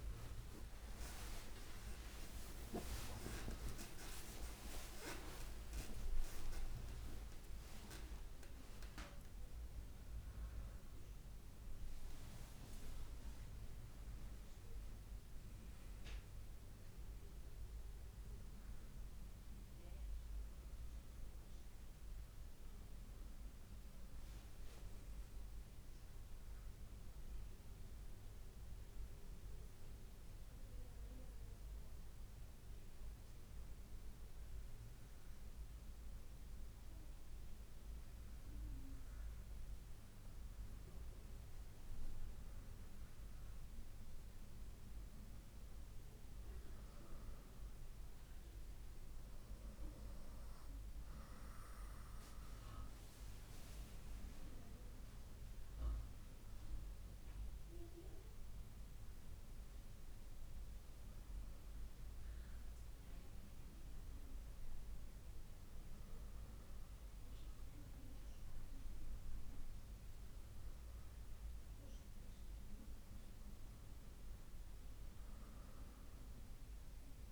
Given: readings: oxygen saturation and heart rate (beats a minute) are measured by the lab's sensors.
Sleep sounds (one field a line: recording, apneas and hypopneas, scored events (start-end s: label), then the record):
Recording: a person partly awake in a sleep study, by a room microphone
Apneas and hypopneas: none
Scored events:
1.50-14.50 s: oxygen desaturation (device-marked, oxygen 99% before, 96% lowest)
37.50-67.50 s: new sleep stage, N1 (lightest sleep)
67.50-77.32 s: new sleep stage, N2 (light sleep)
From the record:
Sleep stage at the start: awake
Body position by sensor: on the right side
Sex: female